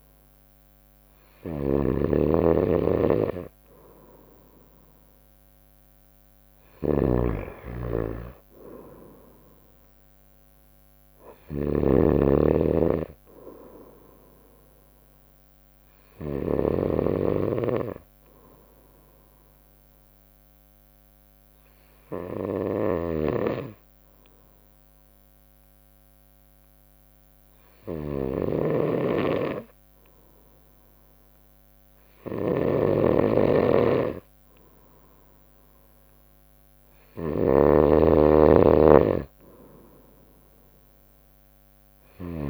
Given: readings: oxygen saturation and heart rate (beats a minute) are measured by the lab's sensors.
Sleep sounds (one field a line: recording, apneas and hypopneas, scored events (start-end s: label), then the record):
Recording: breathing in sleep by a microphone on the trachea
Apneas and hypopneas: 1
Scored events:
0.00-16.50 s: snoring (device-marked)
17.00-35.50 s: obstructive apnea (oxygen 96% before, 92% lowest, heart rate 63 before, 59 extreme, up 8 after)
18.00-23.00 s: bradycardia (device-marked, heart rate 62 before, 59 extreme)
22.50-42.50 s: snoring (device-marked)
From the record:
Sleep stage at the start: N2 (light sleep)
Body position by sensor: on the right side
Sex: female